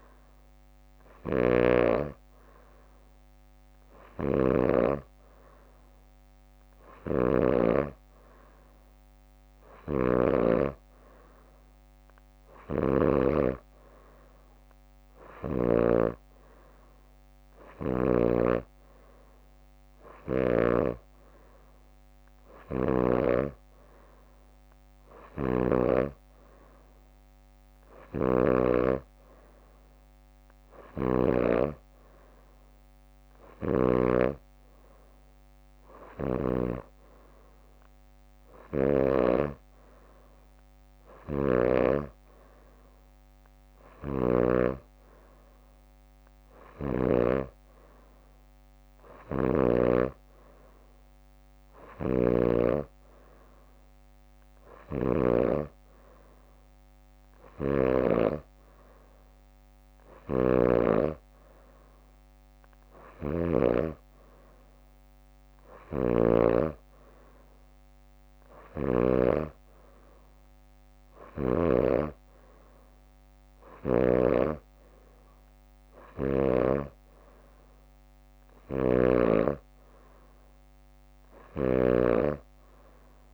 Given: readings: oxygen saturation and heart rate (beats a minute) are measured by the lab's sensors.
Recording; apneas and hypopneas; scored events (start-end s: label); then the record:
breathing in sleep by a microphone on the trachea; none
0.00-2.00 s: snoring (device-marked)
0.00-2.50 s: leg movement (device-marked)
4.00-13.50 s: snoring (device-marked)
28.00-31.50 s: snoring (device-marked)
33.50-34.00 s: leg movement (device-marked)
36.00-39.50 s: snoring (device-marked)
38.50-42.50 s: leg movement (device-marked)
44.00-47.50 s: snoring (device-marked)
52.00-55.50 s: snoring (device-marked)
54.50-61.50 s: leg movement (device-marked)
57.50-61.00 s: snoring (device-marked)
63.00-69.50 s: snoring (device-marked)
73.00-74.50 s: leg movement (device-marked)
74.00-83.34 s: snoring (device-marked)
From the record:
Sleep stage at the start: N2 (light sleep); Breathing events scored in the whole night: 116 in 6.0 hours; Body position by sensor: on the back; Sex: female